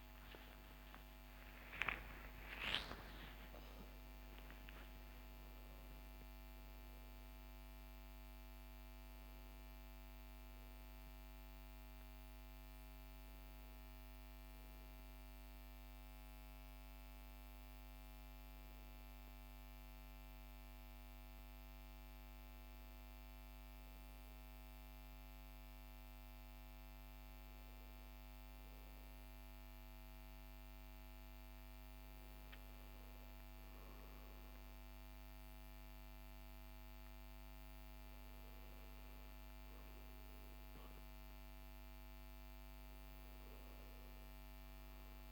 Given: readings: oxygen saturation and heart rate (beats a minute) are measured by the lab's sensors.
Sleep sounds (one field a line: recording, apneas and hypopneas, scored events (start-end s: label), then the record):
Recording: breathing in sleep, hard to hear, by a microphone on the trachea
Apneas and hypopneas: none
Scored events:
0.00-3.00 s: arousal
From the record:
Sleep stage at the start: N2 (light sleep)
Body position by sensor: on the right side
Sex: male